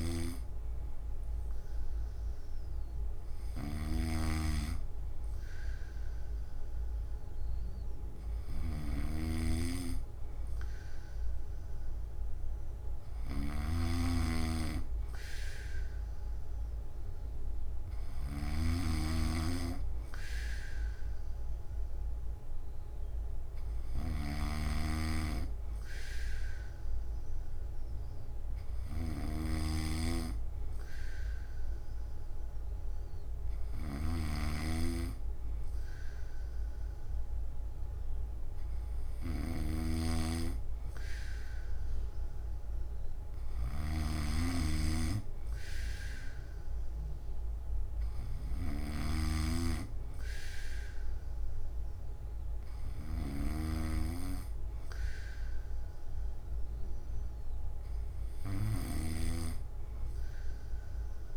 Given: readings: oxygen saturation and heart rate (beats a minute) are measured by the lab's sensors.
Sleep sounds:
breathing in sleep by a room microphone; none
0.00-61.37 s: snoring (device-marked)
From the record:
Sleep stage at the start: N3 (deep sleep); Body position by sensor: on the back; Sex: male

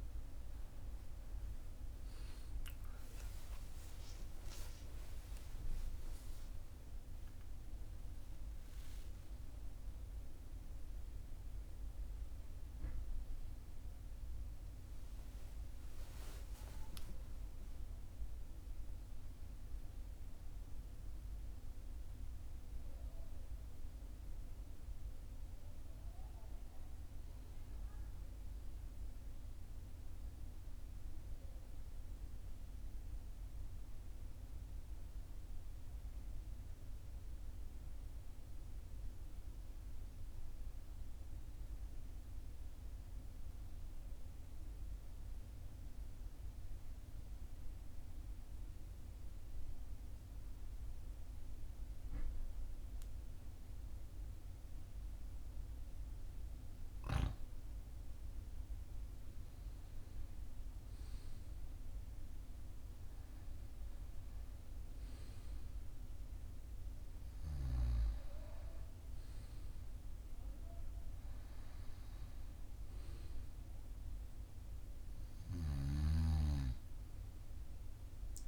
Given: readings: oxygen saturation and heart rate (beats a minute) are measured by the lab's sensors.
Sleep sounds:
breathing in sleep, hard to hear, by a room microphone; 1
21.50-26.00 s: arousal
30.00-57.00 s: mixed apnea (oxygen 99% before, 93% lowest, heart rate 44 before, 41 extreme, up 2 after)
56.50-78.48 s: oxygen desaturation (device-marked, oxygen 98% before, 93% lowest, heart rate 42 before, 42 extreme)
58.00-62.50 s: arousal
From the record:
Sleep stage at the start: N2 (light sleep); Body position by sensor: on the right side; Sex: male

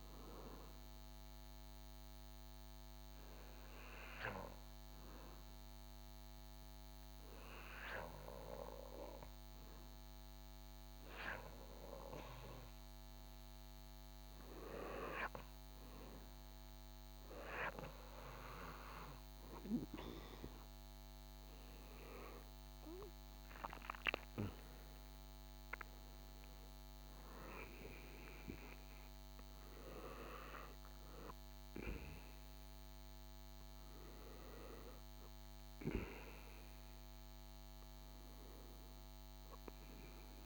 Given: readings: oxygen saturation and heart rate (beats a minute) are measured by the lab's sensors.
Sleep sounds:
breathing in sleep by a microphone on the trachea; 1
0.00-1.00 s: oxygen desaturation (device-marked, oxygen 92% lowest, heart rate 57 extreme)
2.00-13.00 s: hypopnea (oxygen 97% before, 91% lowest, heart rate 64 before, 59 extreme, up 14 after)
17.00-40.46 s: oxygen desaturation (device-marked, oxygen 97% before, 91% lowest, heart rate 64 before, 58 extreme)
22.00-25.50 s: arousal
From the record:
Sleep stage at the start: N2 (light sleep); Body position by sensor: on the back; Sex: male

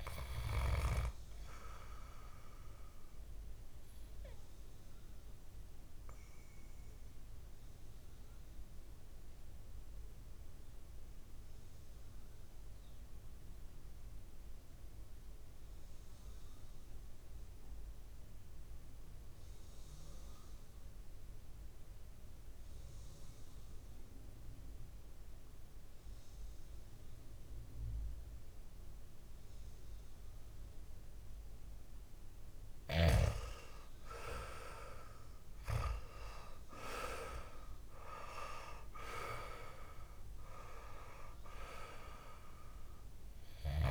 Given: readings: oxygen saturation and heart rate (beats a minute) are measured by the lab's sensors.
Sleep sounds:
breathing in sleep by a room microphone; 1
0.00-4.00 s: oxygen desaturation (device-marked, oxygen 91% lowest, heart rate 50 extreme)
5.00-31.50 s: mixed apnea (oxygen 99% before, 90% lowest, heart rate 62 before, 51 extreme, up 8 after)
34.50-38.00 s: arousal
36.00-43.91 s: oxygen desaturation (device-marked, oxygen 99% before, 91% lowest, heart rate 56 before, 55 extreme)
From the record:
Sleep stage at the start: N2 (light sleep); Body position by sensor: on the back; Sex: male

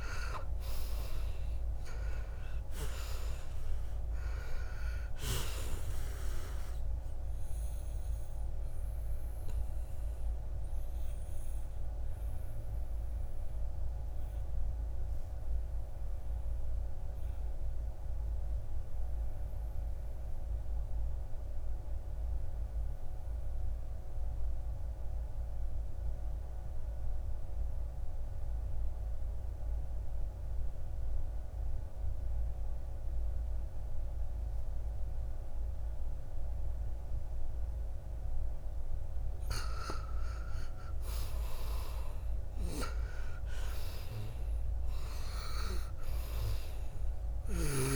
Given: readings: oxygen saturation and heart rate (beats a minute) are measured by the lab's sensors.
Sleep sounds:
breathing in sleep by a room microphone; 1
0.00-16.00 s: oxygen desaturation (device-marked, oxygen 73% lowest, heart rate 59 extreme)
7.00-38.50 s: obstructive apnea (oxygen 96% before, 73% lowest, heart rate 71 before, 55 extreme, up 11 after)
29.00-47.96 s: oxygen desaturation (device-marked, oxygen 99% before, 78% lowest, heart rate 61 before, 55 extreme)
40.00-44.50 s: arousal
From the record:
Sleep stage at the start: N2 (light sleep); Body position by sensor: on the back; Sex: male

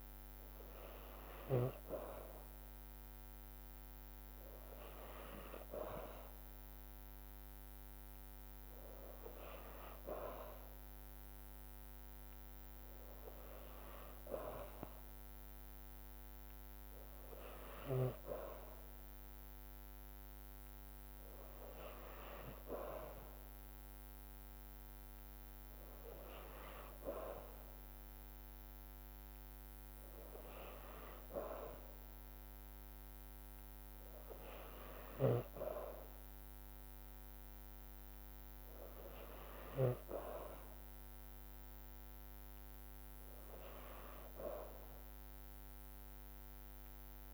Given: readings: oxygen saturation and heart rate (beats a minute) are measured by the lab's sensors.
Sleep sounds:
breathing in sleep by a microphone on the trachea; none
none scored
From the record:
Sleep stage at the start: N2 (light sleep); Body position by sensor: on the back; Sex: female

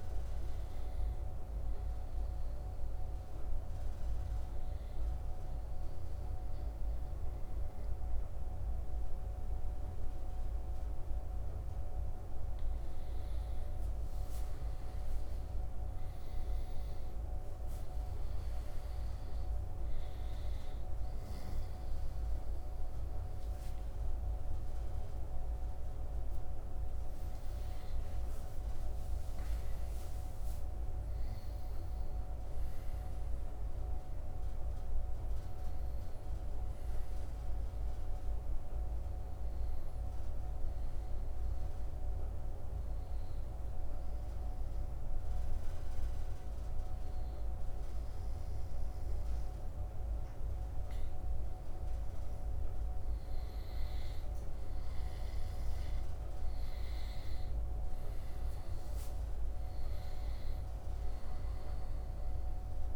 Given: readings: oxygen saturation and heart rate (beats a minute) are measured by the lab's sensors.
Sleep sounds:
breathing in sleep, hard to hear, by a room microphone; 2
0.00-11.00 s: oxygen desaturation (device-marked, oxygen 87% lowest, heart rate 75 extreme)
1.00-14.00 s: hypopnea (oxygen 95% before, 87% lowest, heart rate 82 before, 75 extreme, up 4 after)
16.00-21.00 s: arousal
23.00-38.00 s: oxygen desaturation (device-marked, oxygen 96% before, 89% lowest, heart rate 80 before, 80 extreme)
28.00-30.00 s: long interval between heartbeats (device-marked, heart rate 79 before, 88 extreme)
41.50-54.00 s: hypopnea (oxygen 96% before, 88% lowest, heart rate 85 before, 80 extreme, up 2 after)
56.00-62.96 s: oxygen desaturation (device-marked, oxygen 95% before, 88% lowest, heart rate 81 before, 81 extreme)
57.50-62.00 s: arousal
From the record:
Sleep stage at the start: N2 (light sleep); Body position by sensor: on the right side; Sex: male

